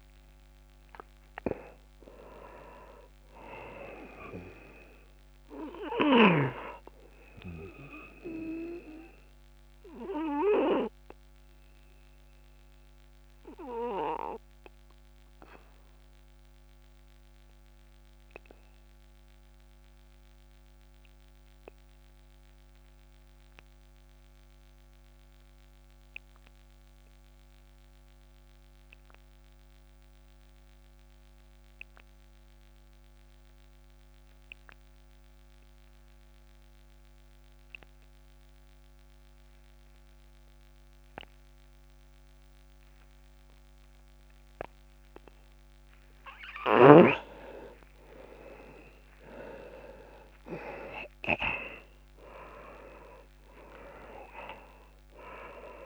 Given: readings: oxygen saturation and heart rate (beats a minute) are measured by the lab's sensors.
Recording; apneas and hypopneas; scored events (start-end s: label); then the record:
breathing in sleep by a microphone on the trachea; 1
0.00-22.00 s: oxygen desaturation (device-marked, oxygen 88% lowest)
8.50-44.50 s: obstructive apnea (oxygen 99% before, 86% lowest)
40.00-55.86 s: oxygen desaturation (device-marked, oxygen 99% before, 86% lowest)
47.50-53.00 s: arousal
From the record:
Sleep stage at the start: REM sleep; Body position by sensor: on the back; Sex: male